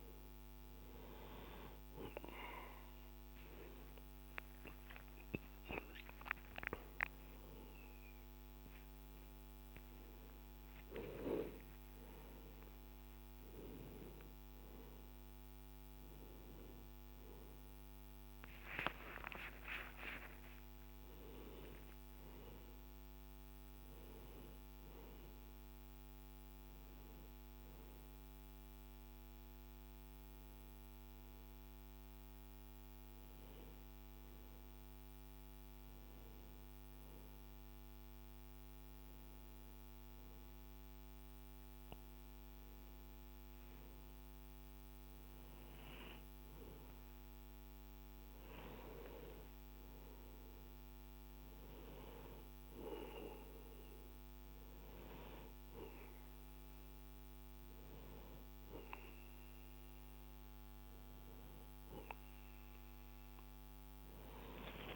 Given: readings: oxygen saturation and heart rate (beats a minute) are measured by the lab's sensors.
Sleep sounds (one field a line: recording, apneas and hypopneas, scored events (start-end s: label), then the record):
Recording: a person awake in a sleep study, by a microphone on the trachea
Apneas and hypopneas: none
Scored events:
3.00-64.96 s: new sleep stage, awake
From the record:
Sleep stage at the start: N2 (light sleep)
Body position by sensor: on the right side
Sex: male